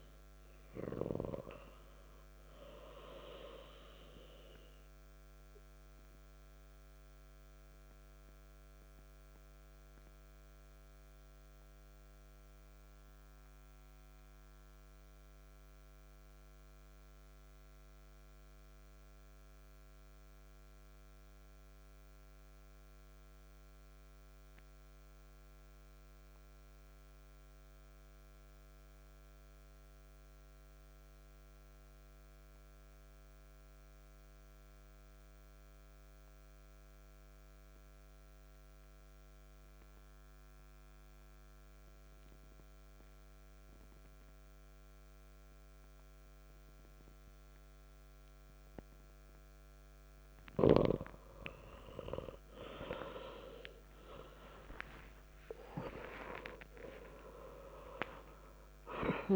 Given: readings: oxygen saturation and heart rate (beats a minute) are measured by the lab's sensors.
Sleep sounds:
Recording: breathing in sleep by a microphone on the trachea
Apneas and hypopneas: 1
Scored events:
0.00-15.50 s: oxygen desaturation (device-marked, oxygen 93% lowest, heart rate 57 extreme)
6.00-49.50 s: mixed apnea (oxygen 98% before, 92% lowest, heart rate 64 before, 57 extreme, up 27 after)
43.50-59.36 s: oxygen desaturation (device-marked, oxygen 97% before, 92% lowest, heart rate 60 before, 58 extreme)
52.00-57.00 s: arousal
From the record:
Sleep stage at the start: N2 (light sleep)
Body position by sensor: on the back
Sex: male

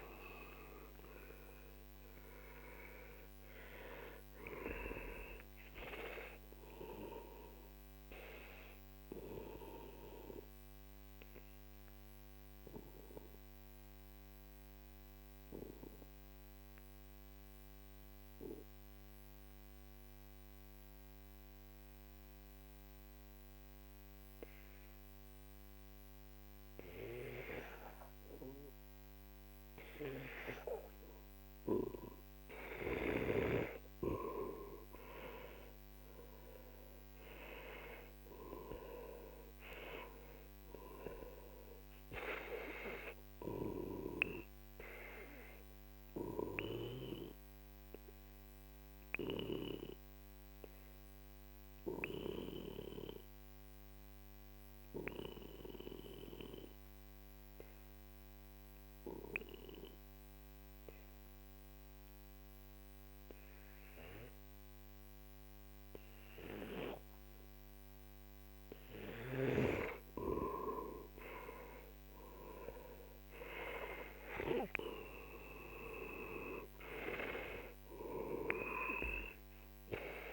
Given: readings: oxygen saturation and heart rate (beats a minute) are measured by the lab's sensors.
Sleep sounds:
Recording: breathing in sleep by a microphone on the trachea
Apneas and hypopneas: 2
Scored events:
0.00-21.50 s: oxygen desaturation (device-marked, oxygen 90% lowest, heart rate 42 extreme)
10.00-32.50 s: obstructive apnea (oxygen 98% before, 90% lowest, heart rate 62 before, 42 extreme, up 14 after)
35.50-39.50 s: arousal
35.50-56.50 s: oxygen desaturation (device-marked, oxygen 98% before, 91% lowest, heart rate 47 before, 43 extreme)
47.00-69.00 s: obstructive apnea (oxygen 98% before, 91% lowest, heart rate 55 before, 42 extreme, up 15 after)
69.50-80.33 s: oxygen desaturation (device-marked, oxygen 97% before, 92% lowest, heart rate 47 before, 42 extreme)
71.00-75.00 s: arousal
From the record:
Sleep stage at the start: N2 (light sleep)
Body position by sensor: on the back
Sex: male

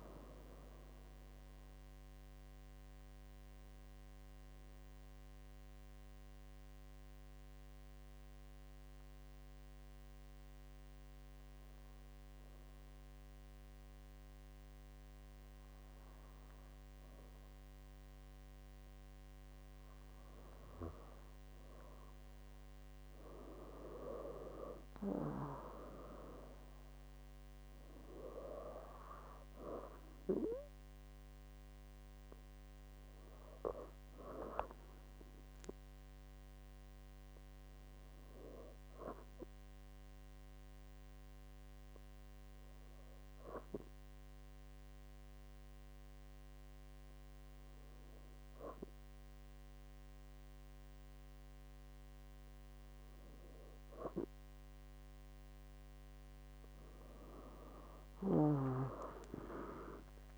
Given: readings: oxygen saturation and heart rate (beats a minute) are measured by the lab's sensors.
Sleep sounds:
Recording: breathing in sleep by a microphone on the trachea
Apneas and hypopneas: 2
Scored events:
3.50-18.50 s: obstructive apnea (oxygen 98% before, 96% lowest, heart rate 81 before, 64 extreme, up 9 after)
19.50-24.50 s: arousal
41.00-56.00 s: obstructive apnea (oxygen 99% before, 96% lowest, heart rate 68 before, 63 extreme, up 18 after)
57.50-60.38 s: arousal
From the record:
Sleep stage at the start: N2 (light sleep)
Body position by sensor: on the back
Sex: female

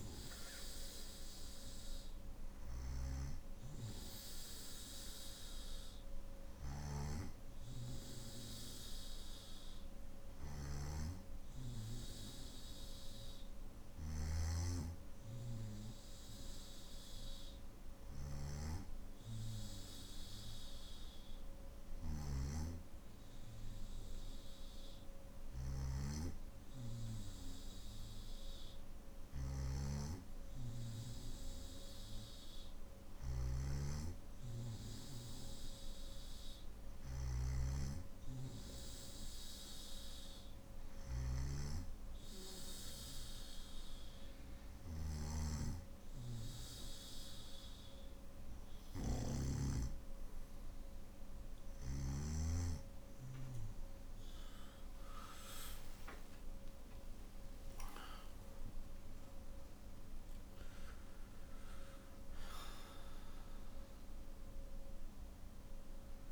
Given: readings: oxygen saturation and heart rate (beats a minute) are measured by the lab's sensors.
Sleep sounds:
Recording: breathing in sleep by a room microphone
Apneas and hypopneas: none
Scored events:
29.00-33.50 s: snoring (device-marked)
44.50-52.00 s: snoring (device-marked)
From the record:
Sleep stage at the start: N2 (light sleep)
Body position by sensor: on the back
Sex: male

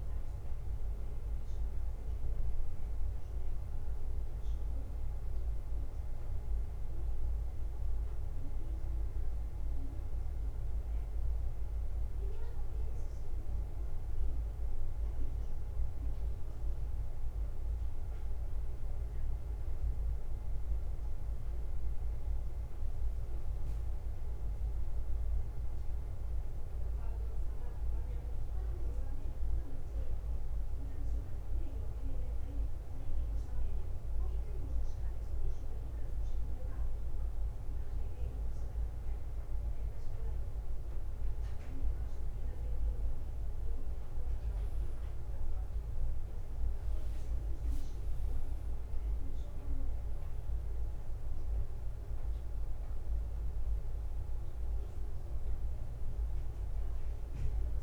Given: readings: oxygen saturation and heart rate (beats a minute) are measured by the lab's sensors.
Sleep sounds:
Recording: breathing in sleep, hard to hear, by a room microphone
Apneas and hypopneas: 2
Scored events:
0.00-16.50 s: oxygen desaturation (device-marked, oxygen 92% lowest, heart rate 54 extreme)
0.00-57.83 s: bradycardia (device-marked, heart rate 48 extreme)
2.50-14.00 s: hypopnea (oxygen 95% before, 92% lowest, heart rate 56 before, 54 extreme, up 3 after)
17.00-21.00 s: arousal
33.50-43.50 s: obstructive apnea (oxygen 97% before, 92% lowest, heart rate 57 before, 54 extreme, up 4 after)
46.00-50.00 s: arousal
49.50-57.83 s: oxygen desaturation (device-marked, oxygen 96% before, 92% lowest, heart rate 56 before, 46 extreme)
From the record:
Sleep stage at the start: N2 (light sleep)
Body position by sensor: on the back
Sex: male

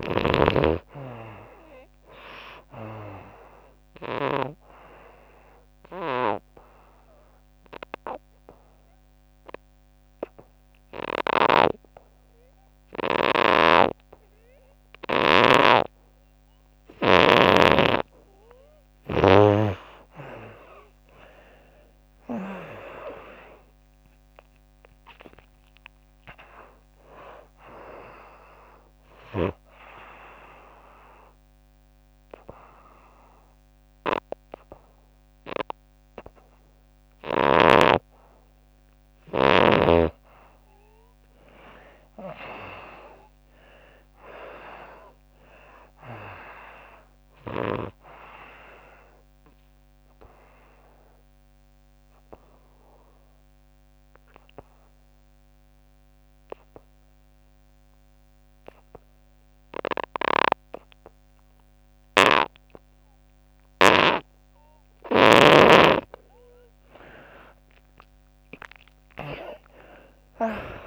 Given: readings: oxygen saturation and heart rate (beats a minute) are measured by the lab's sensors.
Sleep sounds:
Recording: breathing in sleep by a microphone on the trachea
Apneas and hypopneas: 3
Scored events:
0.00-10.50 s: oxygen desaturation (device-marked, oxygen 86% lowest, heart rate 75 extreme)
4.00-17.50 s: obstructive apnea (oxygen 98% before, 78% lowest, heart rate 103 before, 75 extreme, up 22 after)
15.00-19.00 s: snoring (device-marked)
18.50-44.50 s: oxygen desaturation (device-marked, oxygen 93% before, 78% lowest, heart rate 94 before, 69 extreme)
21.50-25.50 s: arousal
29.00-40.00 s: obstructive apnea (oxygen 93% before, 78% lowest, heart rate 89 before, 69 extreme, up 30 after)
42.50-46.50 s: arousal
49.00-65.00 s: obstructive apnea (oxygen 95% before, 78% lowest)
49.50-56.50 s: oxygen desaturation (device-marked, oxygen 95% before, 86% lowest)
61.50-70.87 s: oxygen desaturation (device-marked, oxygen 97% before, 78% lowest)
67.50-70.87 s: arousal
From the record:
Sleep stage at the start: N2 (light sleep)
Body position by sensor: on the back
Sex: female

